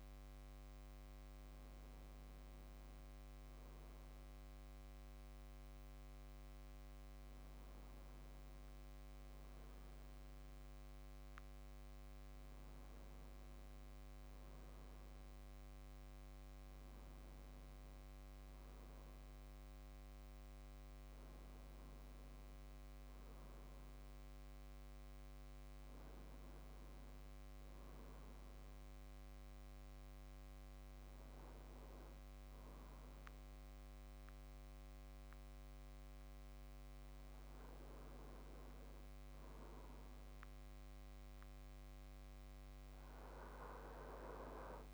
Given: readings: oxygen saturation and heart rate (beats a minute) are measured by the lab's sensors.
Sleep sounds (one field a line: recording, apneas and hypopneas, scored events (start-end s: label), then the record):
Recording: breathing in sleep, hard to hear, by a microphone on the trachea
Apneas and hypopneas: 1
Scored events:
20.00-23.00 s: arousal
26.00-39.00 s: hypopnea (oxygen 96% before, 93% lowest, heart rate 73 before, 59 extreme, up 20 after)
From the record:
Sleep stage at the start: N2 (light sleep)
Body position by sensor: on the back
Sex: male